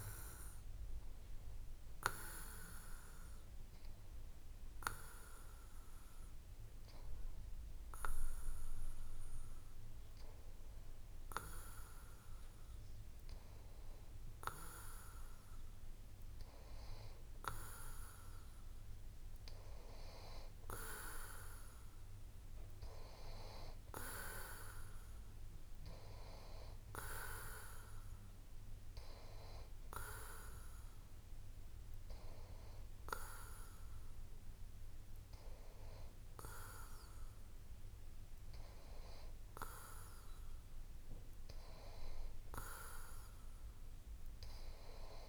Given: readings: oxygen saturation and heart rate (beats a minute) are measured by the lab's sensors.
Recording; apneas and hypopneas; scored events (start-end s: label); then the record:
breathing in sleep by a room microphone; 1
4.50-17.00 s: hypopnea (oxygen 93% before, 91% lowest)
20.50-23.50 s: arousal
From the record:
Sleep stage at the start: N2 (light sleep); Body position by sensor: on the back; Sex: male